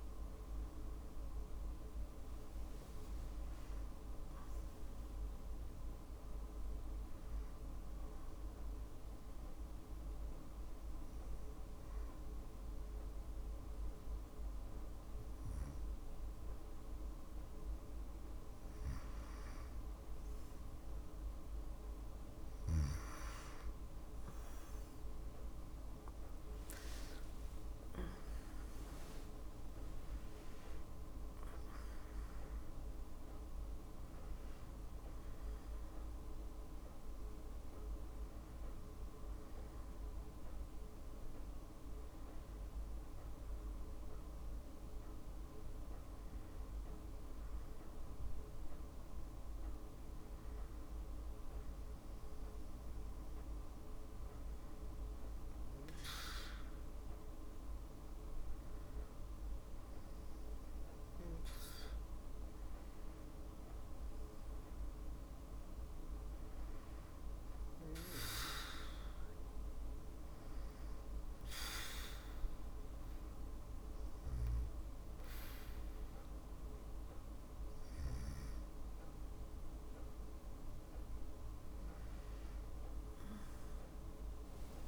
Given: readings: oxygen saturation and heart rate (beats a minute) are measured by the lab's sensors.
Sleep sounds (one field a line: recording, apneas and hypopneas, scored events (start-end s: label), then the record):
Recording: breathing in sleep, hard to hear, by a room microphone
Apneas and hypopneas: 2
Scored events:
1.00-4.50 s: arousal
7.00-18.50 s: obstructive apnea (oxygen 96% before, 92% lowest, heart rate 60 before, 58 extreme, up 3 after)
23.00-26.00 s: arousal
28.50-43.50 s: oxygen desaturation (device-marked, oxygen 95% before, 92% lowest, heart rate 60 before, 59 extreme)
51.00-55.00 s: arousal
68.00-78.00 s: hypopnea (oxygen 96% before, 94% lowest, heart rate 59 before, 58 extreme, up 2 after)
From the record:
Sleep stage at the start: N2 (light sleep)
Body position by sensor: on the back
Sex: female